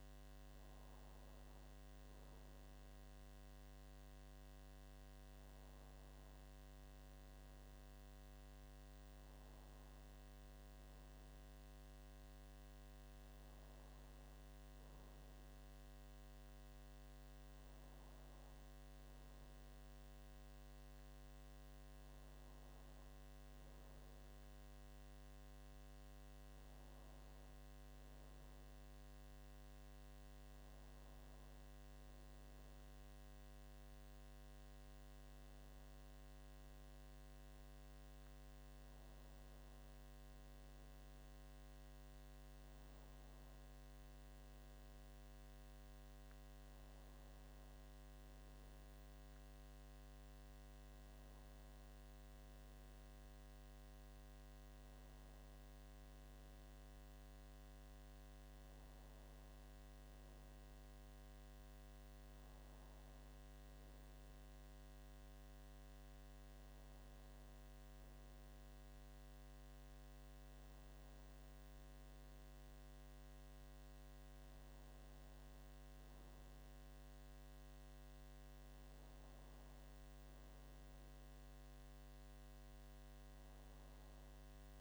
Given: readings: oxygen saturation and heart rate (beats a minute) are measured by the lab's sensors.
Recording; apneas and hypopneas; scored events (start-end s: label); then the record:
breathing in sleep, hard to hear, by a microphone on the trachea; none
none scored
From the record:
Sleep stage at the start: N2 (light sleep); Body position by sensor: on the back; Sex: male